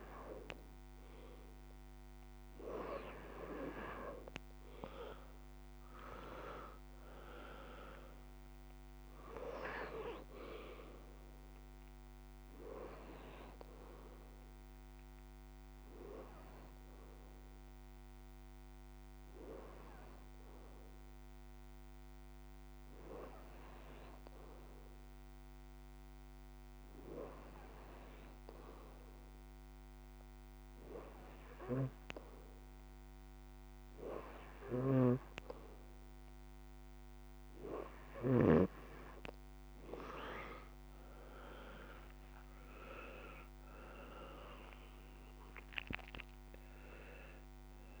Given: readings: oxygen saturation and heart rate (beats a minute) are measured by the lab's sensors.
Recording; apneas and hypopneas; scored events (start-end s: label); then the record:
breathing in sleep by a microphone on the trachea; 1
1.50-7.00 s: arousal
3.00-26.00 s: oxygen desaturation (device-marked, oxygen 96% before, 90% lowest)
16.50-35.50 s: hypopnea (oxygen 96% before, 89% lowest)
28.00-48.00 s: oxygen desaturation (device-marked, oxygen 96% before, 89% lowest)
34.00-38.00 s: snoring (device-marked)
38.00-42.50 s: arousal
From the record:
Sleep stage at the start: N2 (light sleep); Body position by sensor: on the back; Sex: male